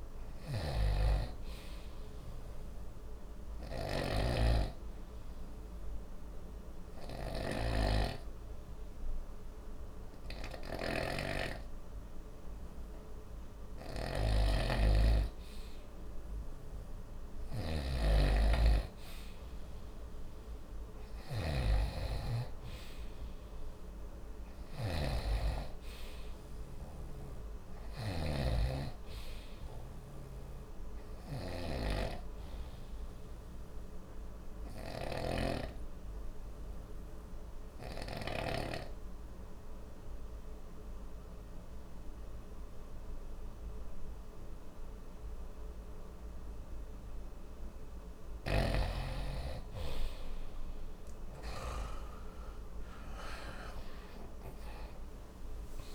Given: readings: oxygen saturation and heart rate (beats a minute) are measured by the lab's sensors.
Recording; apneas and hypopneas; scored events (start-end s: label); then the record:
breathing in sleep by a room microphone; 2
0.00-16.50 s: oxygen desaturation (device-marked, oxygen 93% lowest, heart rate 30 extreme)
2.50-16.50 s: hypopnea (oxygen 96% before, 91% lowest, heart rate 52 before, 50 extreme, up 0 after)
3.50-7.50 s: snoring (device-marked)
14.50-38.50 s: snoring (device-marked)
20.00-23.50 s: arousal
34.50-47.50 s: obstructive apnea (oxygen 95% before, 91% lowest, heart rate 58 before, 40 extreme, up 10 after)
50.00-54.00 s: arousal
From the record:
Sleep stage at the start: N2 (light sleep); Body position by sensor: on the right side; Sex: male